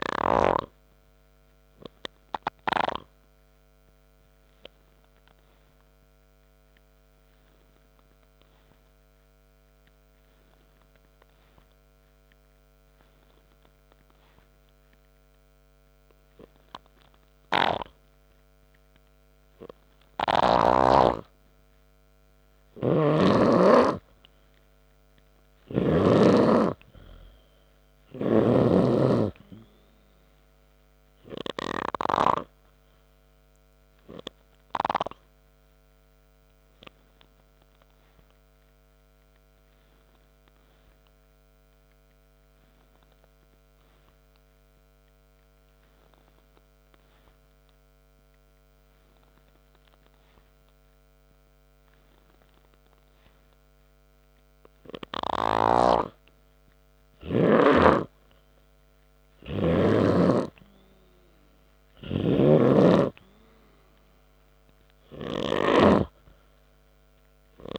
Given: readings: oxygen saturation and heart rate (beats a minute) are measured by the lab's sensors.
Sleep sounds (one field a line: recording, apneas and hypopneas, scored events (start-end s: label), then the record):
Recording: breathing in sleep by a microphone on the trachea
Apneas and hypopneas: 2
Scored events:
0.00-1.00 s: snoring (device-marked)
6.50-18.50 s: obstructive apnea (oxygen 99% before, 93% lowest, heart rate 61 before, 58 extreme)
22.50-25.50 s: arousal
40.00-54.50 s: obstructive apnea (oxygen 98% before, 93% lowest, heart rate 66 before, 57 extreme)
40.50-47.50 s: oxygen desaturation (device-marked, oxygen 96% before, 93% lowest, heart rate 66 before, 57 extreme)
56.00-60.50 s: snoring (device-marked)
57.00-60.00 s: arousal
62.50-66.50 s: snoring (device-marked)
From the record:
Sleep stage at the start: N3 (deep sleep)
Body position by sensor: on the back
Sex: male